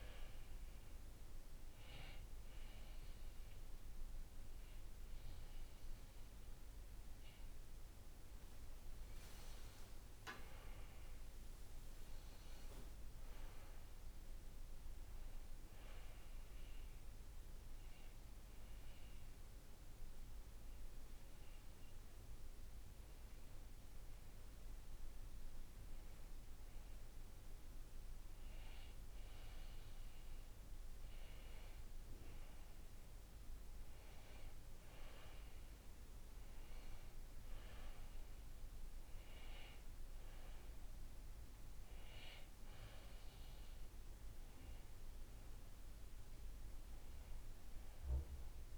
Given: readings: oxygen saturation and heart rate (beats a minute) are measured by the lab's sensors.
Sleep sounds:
breathing in sleep, hard to hear, by a room microphone; 1
0.00-11.00 s: oxygen desaturation (device-marked, oxygen 92% lowest, heart rate 52 extreme)
16.50-29.00 s: hypopnea (oxygen 99% before, 92% lowest, heart rate 60 before, 54 extreme, up 11 after)
31.00-34.00 s: arousal
From the record:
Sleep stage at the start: N2 (light sleep); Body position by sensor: on the back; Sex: male

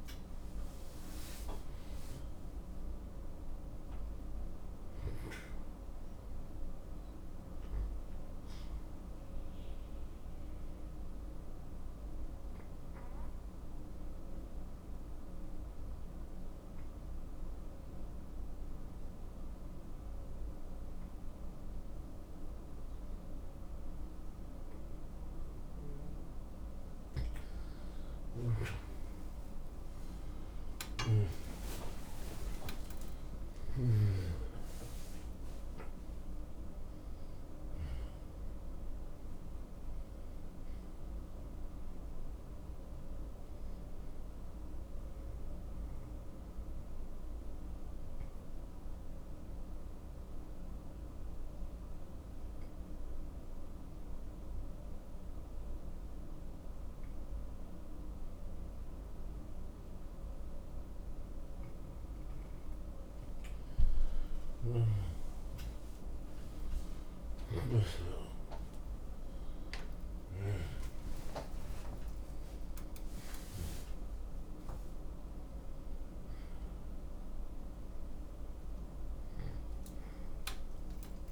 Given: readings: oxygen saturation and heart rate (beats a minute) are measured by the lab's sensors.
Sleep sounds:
breathing in sleep, hard to hear, by a room microphone; 2
0.00-1.50 s: arousal
2.50-18.50 s: oxygen desaturation (device-marked, oxygen 97% before, 91% lowest, heart rate 65 before, 69 extreme)
8.50-27.50 s: obstructive apnea (oxygen 98% before, 89% lowest, heart rate 69 before, 64 extreme, up 54 after)
29.00-35.50 s: arousal
41.50-61.50 s: obstructive apnea (oxygen 96% before, 89% lowest, heart rate 93 before, 59 extreme, up 25 after)
44.50-51.50 s: oxygen desaturation (device-marked, oxygen 95% before, 89% lowest, heart rate 93 before, 59 extreme)
64.50-79.50 s: oxygen desaturation (device-marked, oxygen 97% before, 92% lowest, heart rate 69 before, 59 extreme)
65.00-72.00 s: arousal
From the record:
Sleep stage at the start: N2 (light sleep); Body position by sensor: on the back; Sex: male

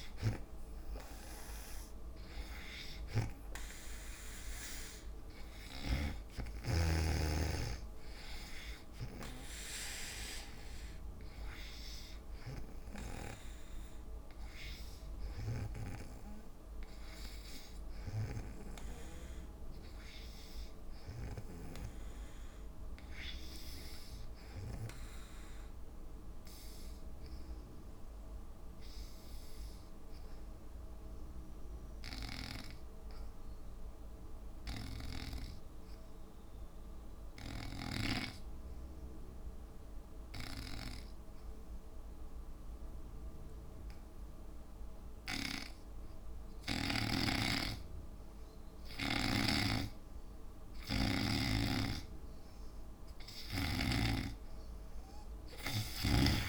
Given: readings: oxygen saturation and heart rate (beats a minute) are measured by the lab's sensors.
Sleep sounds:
breathing in sleep by a room microphone; 1
0.00-20.00 s: oxygen desaturation (device-marked, oxygen 79% lowest, heart rate 57 extreme)
3.00-7.00 s: snoring (device-marked)
9.00-13.50 s: snoring (device-marked)
18.00-21.50 s: snoring (device-marked)
21.50-25.00 s: arousal
27.50-47.00 s: obstructive apnea (oxygen 97% before, 73% lowest, heart rate 64 before, 60 extreme, up 8 after)
41.00-56.49 s: oxygen desaturation (device-marked, oxygen 96% before, 73% lowest, heart rate 62 before, 57 extreme)
51.50-56.00 s: arousal
54.00-56.49 s: snoring (device-marked)
From the record:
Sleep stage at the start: N2 (light sleep); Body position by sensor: on the back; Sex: female

